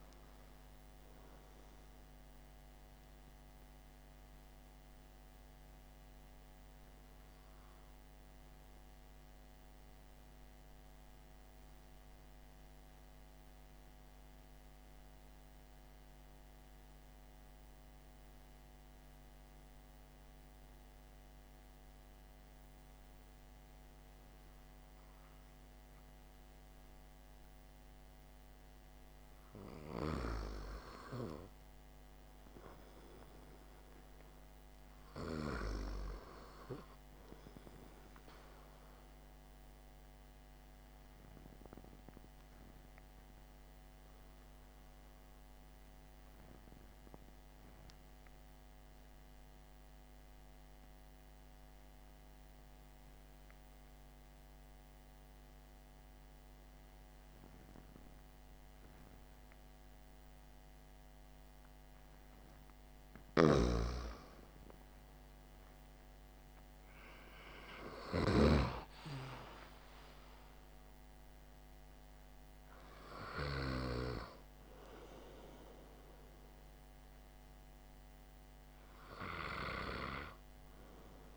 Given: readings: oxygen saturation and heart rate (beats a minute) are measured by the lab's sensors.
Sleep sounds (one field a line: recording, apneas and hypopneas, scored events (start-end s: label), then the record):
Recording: breathing in sleep by a microphone on the trachea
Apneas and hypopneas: 2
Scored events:
10.00-28.00 s: mixed apnea (oxygen 96% before, 93% lowest, heart rate 53 before, 51 extreme, up 7 after)
30.50-34.00 s: arousal
42.50-61.50 s: obstructive apnea (oxygen 97% before, 94% lowest, heart rate 57 before, 51 extreme, up 13 after)
63.00-68.50 s: snoring (device-marked)
67.00-71.00 s: arousal
From the record:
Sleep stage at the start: N2 (light sleep)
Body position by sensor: on the back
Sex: male